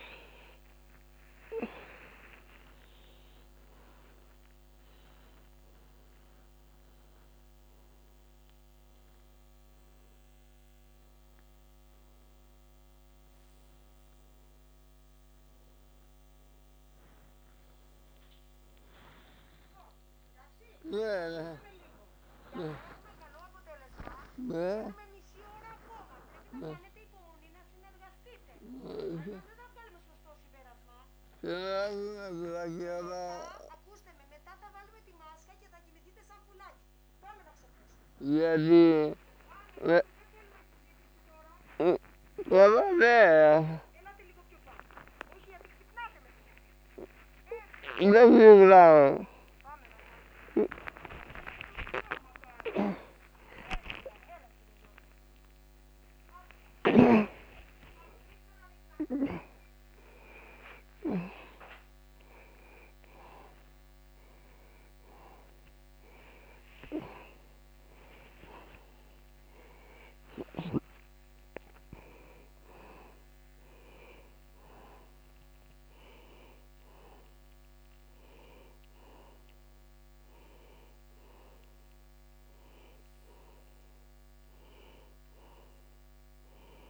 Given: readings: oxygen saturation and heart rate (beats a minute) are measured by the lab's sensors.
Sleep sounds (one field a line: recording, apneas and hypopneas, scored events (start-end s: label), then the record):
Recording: a person awake in a sleep study, by a microphone on the trachea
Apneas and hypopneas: none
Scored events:
1.00-61.00 s: new sleep stage, awake
30.00-33.50 s: snoring (device-marked)
39.50-49.50 s: snoring (device-marked)
61.00-86.90 s: new sleep stage, N2 (light sleep)
68.00-86.90 s: oxygen desaturation (device-marked, oxygen 97% before, 90% lowest)
From the record:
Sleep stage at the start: N2 (light sleep)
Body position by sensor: upright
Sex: male